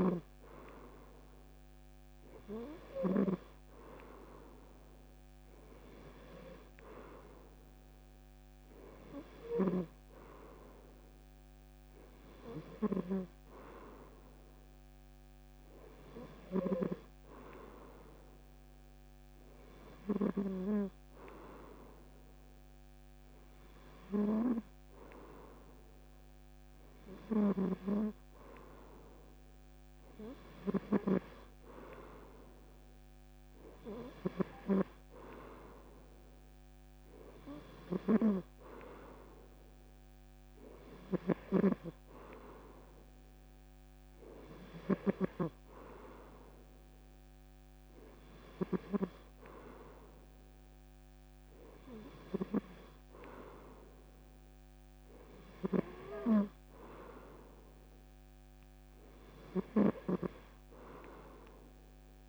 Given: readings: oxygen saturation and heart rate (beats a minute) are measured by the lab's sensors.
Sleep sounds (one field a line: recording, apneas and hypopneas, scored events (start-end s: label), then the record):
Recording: breathing in sleep by a microphone on the trachea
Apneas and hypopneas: none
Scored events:
none scored
From the record:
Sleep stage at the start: N2 (light sleep)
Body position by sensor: on the back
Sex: male